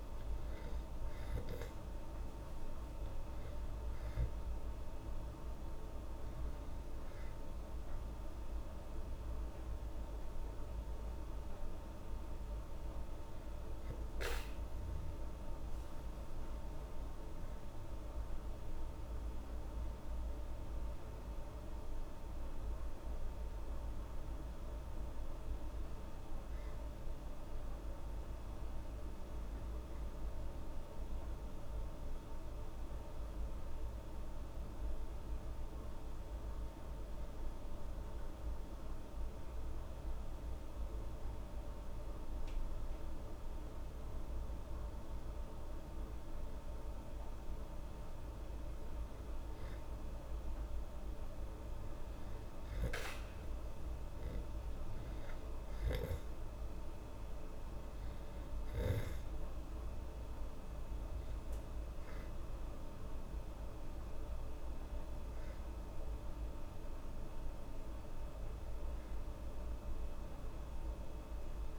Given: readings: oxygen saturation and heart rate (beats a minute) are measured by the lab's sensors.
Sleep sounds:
breathing in sleep, hard to hear, by a room microphone; none
none scored
From the record:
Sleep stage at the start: N2 (light sleep); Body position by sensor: on the back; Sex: female

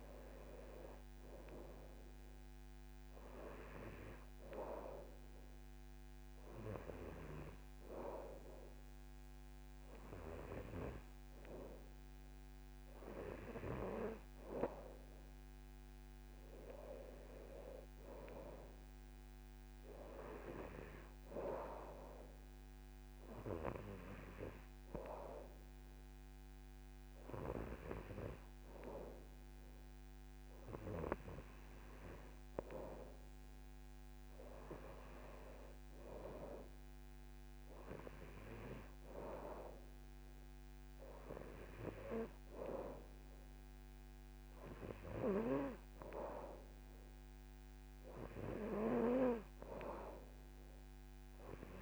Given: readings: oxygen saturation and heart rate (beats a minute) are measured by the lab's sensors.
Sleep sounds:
breathing in sleep by a microphone on the trachea; 2
1.00-12.00 s: hypopnea (oxygen 96% before, 92% lowest, heart rate 78 before, 77 extreme, up 4 after)
17.00-20.00 s: arousal
22.50-36.00 s: hypopnea (oxygen 96% before, 92% lowest, heart rate 79 before, 78 extreme, up 2 after)
37.50-41.00 s: arousal
From the record:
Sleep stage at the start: N2 (light sleep); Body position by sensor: on the back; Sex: male

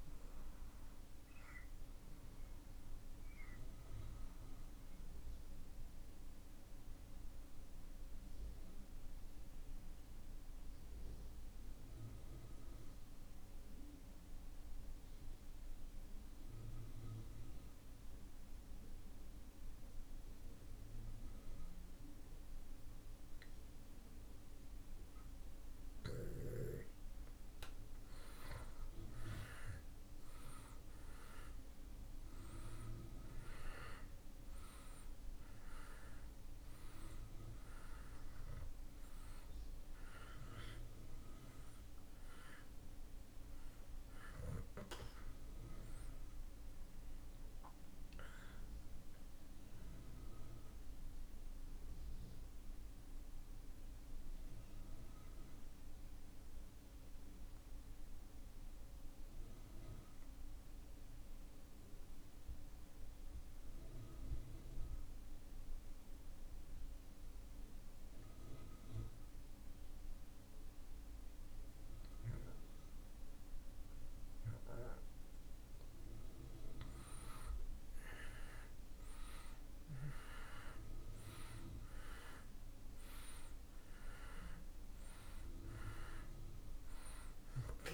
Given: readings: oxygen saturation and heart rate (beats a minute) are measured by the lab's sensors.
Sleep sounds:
breathing in sleep by a room microphone; 2
0.00-22.50 s: oxygen desaturation (device-marked, oxygen 82% lowest)
3.50-26.00 s: obstructive apnea (oxygen 94% before, 75% lowest)
28.00-32.50 s: arousal
32.50-68.50 s: oxygen desaturation (device-marked, oxygen 96% before, 75% lowest)
51.00-74.00 s: mixed apnea (oxygen 96% before, 74% lowest)
76.50-81.00 s: arousal
83.50-87.94 s: oxygen desaturation (device-marked, oxygen 97% before, 74% lowest)
From the record:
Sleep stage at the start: N2 (light sleep); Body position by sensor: on the back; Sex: male

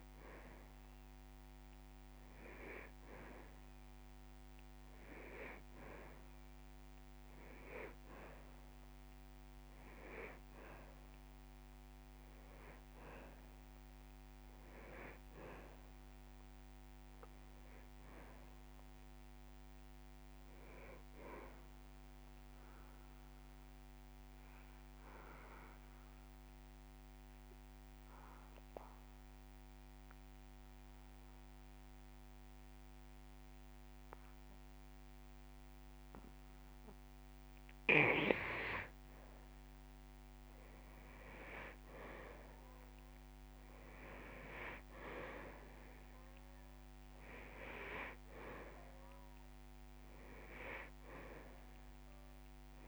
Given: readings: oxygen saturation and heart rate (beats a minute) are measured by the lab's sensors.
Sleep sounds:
breathing in sleep by a microphone on the trachea; 1
10.50-20.50 s: drop in pulse transit time (device-marked)
22.50-37.50 s: obstructive apnea (oxygen 99% before, 88% lowest)
30.00-32.00 s: long interval between heartbeats (device-marked)
35.50-45.50 s: drop in pulse transit time (device-marked)
40.50-44.00 s: arousal
47.50-52.87 s: oxygen desaturation (device-marked, oxygen 97% before, 88% lowest)
From the record:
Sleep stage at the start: N2 (light sleep); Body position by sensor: on the back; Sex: male

